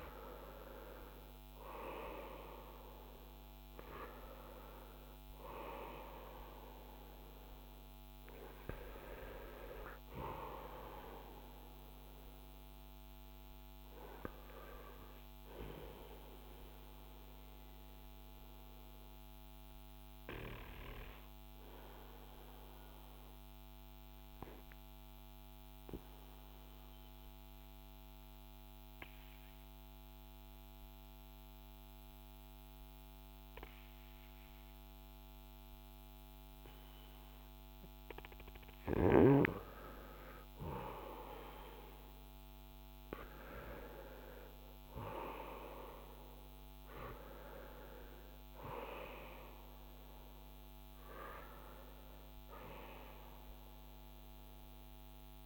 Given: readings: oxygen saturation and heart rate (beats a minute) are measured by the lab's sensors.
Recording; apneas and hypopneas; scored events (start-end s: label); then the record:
breathing in sleep by a microphone on the trachea; 1
1.50-31.50 s: oxygen desaturation (device-marked, oxygen 96% before, 89% lowest, heart rate 49 before, 39 extreme)
17.50-39.00 s: obstructive apnea (oxygen 96% before, 89% lowest, heart rate 54 before, 39 extreme, up 11 after)
40.50-44.00 s: arousal
46.50-55.46 s: oxygen desaturation (device-marked, oxygen 97% before, 91% lowest, heart rate 48 before, 31 extreme)
From the record:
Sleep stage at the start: N2 (light sleep); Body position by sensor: on the front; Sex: male